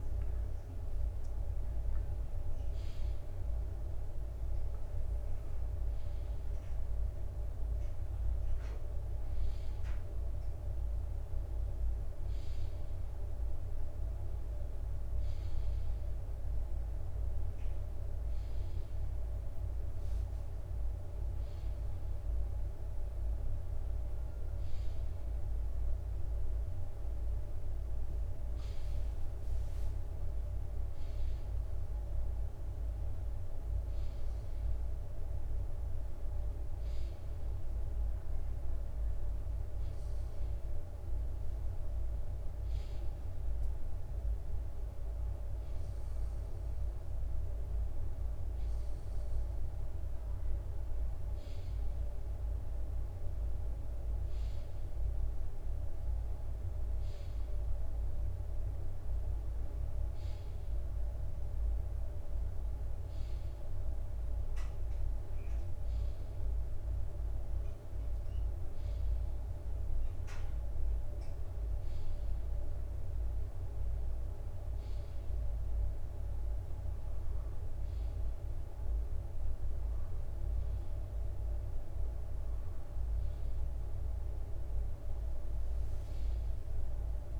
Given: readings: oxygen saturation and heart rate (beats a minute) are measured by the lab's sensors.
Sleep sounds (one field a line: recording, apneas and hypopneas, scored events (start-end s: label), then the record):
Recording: a person partly awake in a sleep study, hard to hear, by a room microphone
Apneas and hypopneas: none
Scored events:
11.50-41.50 s: new sleep stage, N1 (lightest sleep)
26.50-38.50 s: drop in pulse transit time (device-marked, heart rate 63 before, 63 extreme)
41.50-87.40 s: new sleep stage, N2 (light sleep)
54.50-72.50 s: drop in pulse transit time (device-marked, heart rate 62 before, 60 extreme)
73.50-79.50 s: bradycardia (device-marked, heart rate 60 before, 58 extreme)
From the record:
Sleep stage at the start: awake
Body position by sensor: on the right side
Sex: male